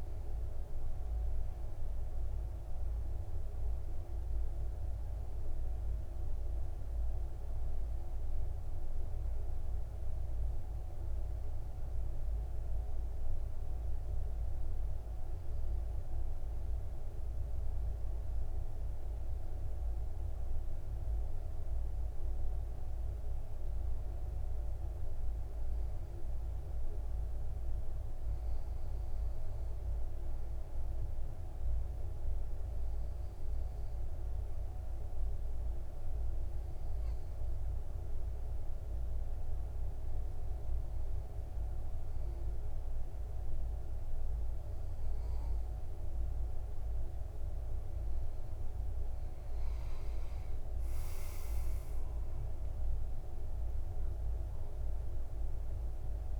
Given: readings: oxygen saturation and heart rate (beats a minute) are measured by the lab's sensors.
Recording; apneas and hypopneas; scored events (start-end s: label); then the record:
breathing in sleep, hard to hear, by a room microphone; 1
8.00-11.00 s: arousal
13.00-24.00 s: obstructive apnea (oxygen 98% before, 95% lowest, heart rate 60 before, 56 extreme, up 3 after)
25.00-28.50 s: arousal
From the record:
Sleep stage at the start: N2 (light sleep); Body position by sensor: on the back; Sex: male